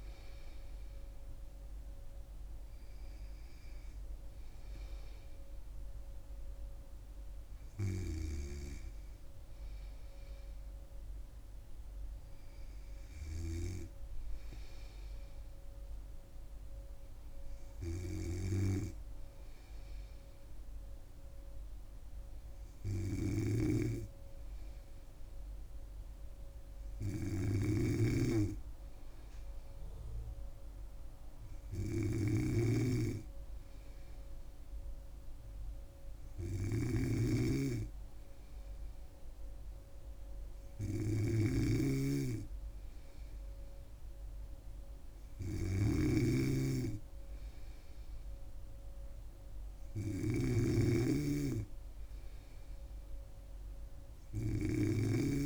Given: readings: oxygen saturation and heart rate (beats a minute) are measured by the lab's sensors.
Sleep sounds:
breathing in sleep by a room microphone; none
23.50-55.46 s: snoring (device-marked)
From the record:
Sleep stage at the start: N3 (deep sleep); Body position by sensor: on the back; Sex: female

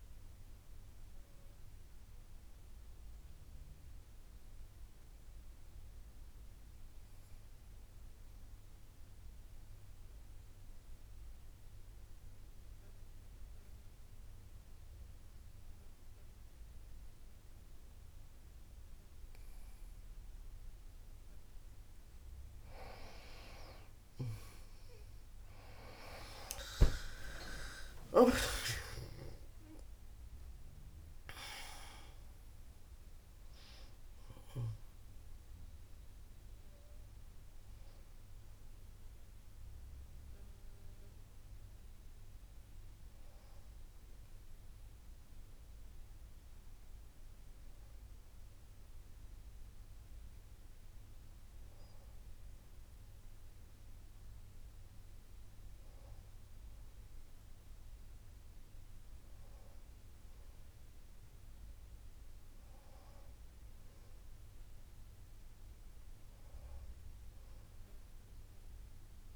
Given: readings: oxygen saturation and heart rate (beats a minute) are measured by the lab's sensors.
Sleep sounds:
breathing in sleep by a room microphone; 1
0.00-10.00 s: oxygen desaturation (device-marked, oxygen 91% lowest, heart rate 54 extreme)
5.50-22.50 s: obstructive apnea (oxygen 97% before, 91% lowest, heart rate 63 before, 54 extreme, up 36 after)
24.00-56.00 s: oxygen desaturation (device-marked, oxygen 98% before, 91% lowest, heart rate 57 before, 53 extreme)
27.00-32.00 s: arousal
45.00-69.36 s: new sleep stage, N1 (lightest sleep)
From the record:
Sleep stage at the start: N2 (light sleep); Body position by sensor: on the back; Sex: female

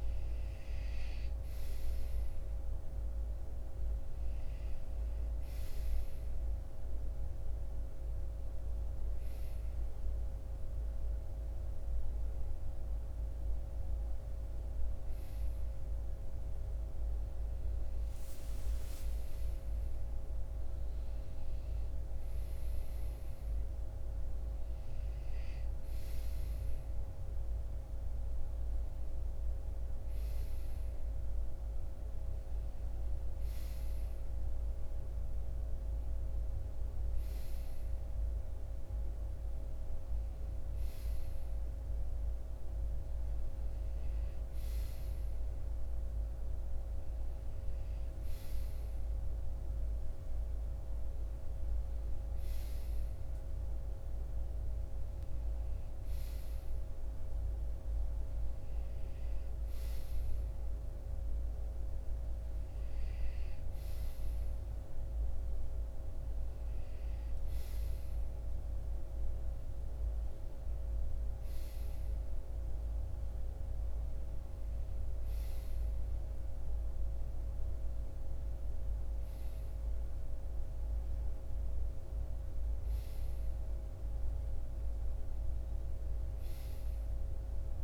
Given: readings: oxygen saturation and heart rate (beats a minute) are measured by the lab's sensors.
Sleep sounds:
breathing in sleep, hard to hear, by a room microphone; none
2.50-20.50 s: oxygen desaturation (device-marked, oxygen 94% before, 90% lowest, heart rate 63 before, 53 extreme)
From the record:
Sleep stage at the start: REM sleep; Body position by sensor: on the right side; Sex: male

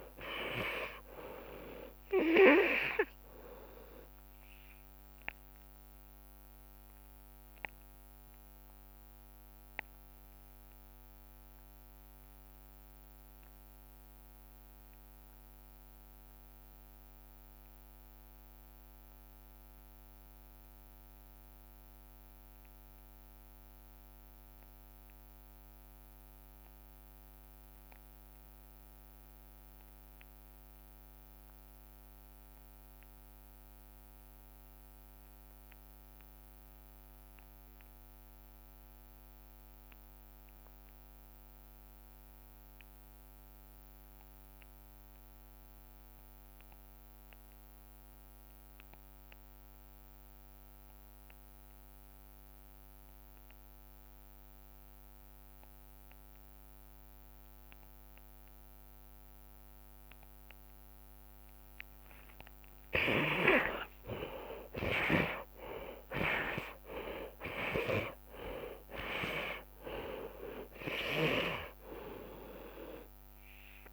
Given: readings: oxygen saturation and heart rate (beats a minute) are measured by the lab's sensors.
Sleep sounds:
breathing in sleep by a microphone on the trachea; 1
0.00-40.00 s: oxygen desaturation (device-marked, oxygen 67% lowest)
7.00-61.00 s: mixed apnea (oxygen 97% before, 55% lowest)
46.00-48.00 s: long interval between heartbeats (device-marked)
54.00-73.93 s: oxygen desaturation (device-marked, oxygen 97% before, 77% lowest)
57.00-62.00 s: drop in pulse transit time (device-marked)
63.00-68.00 s: arousal
69.00-71.00 s: long interval between heartbeats (device-marked)
From the record:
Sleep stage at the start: REM sleep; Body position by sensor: on the left side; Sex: male

